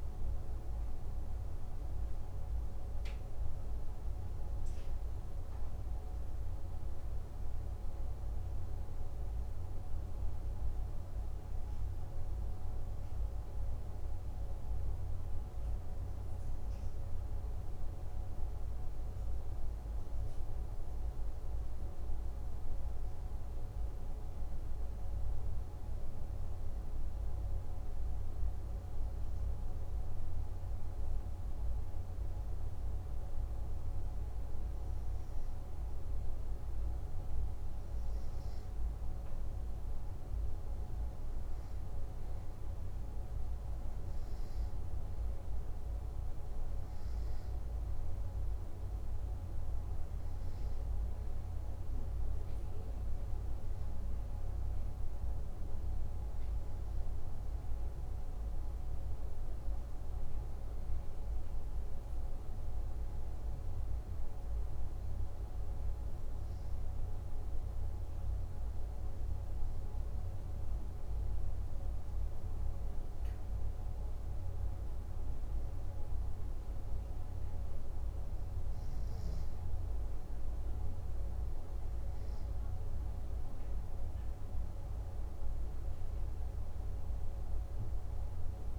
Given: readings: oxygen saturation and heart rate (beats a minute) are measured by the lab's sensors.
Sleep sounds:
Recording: breathing in sleep, hard to hear, by a room microphone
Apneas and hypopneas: 2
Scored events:
17.00-21.00 s: arousal
24.00-38.00 s: hypopnea (oxygen 96% before, 91% lowest, heart rate 61 before, 61 extreme, up 3 after)
40.50-45.50 s: arousal
44.00-62.00 s: oxygen desaturation (device-marked, oxygen 96% before, 91% lowest, heart rate 62 before, 62 extreme)
67.00-79.00 s: hypopnea (oxygen 95% before, 92% lowest, heart rate 65 before, 62 extreme, up 1 after)
82.00-86.00 s: arousal
From the record:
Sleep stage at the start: N2 (light sleep)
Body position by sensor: on the back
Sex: male

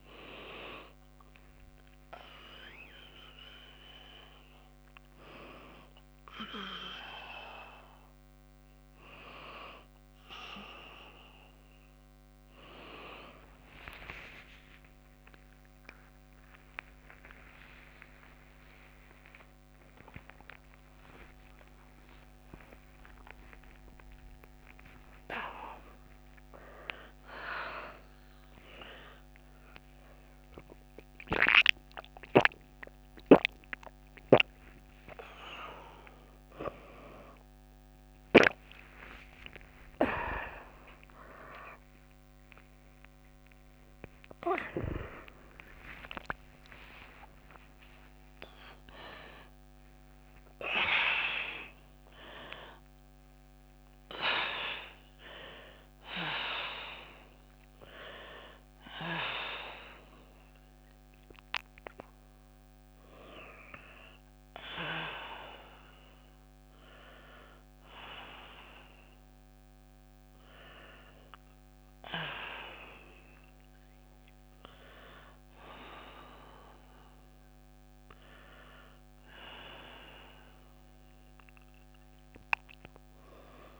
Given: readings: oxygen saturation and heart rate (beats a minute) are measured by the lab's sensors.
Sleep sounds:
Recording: a person awake in a sleep study, by a microphone on the trachea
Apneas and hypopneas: none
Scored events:
13.00-23.00 s: tachycardia (device-marked, heart rate 57 before, 160 extreme)
43.00-53.00 s: tachycardia (device-marked, heart rate 59 before, 112 extreme)
From the record:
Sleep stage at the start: awake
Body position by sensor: on the back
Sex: female

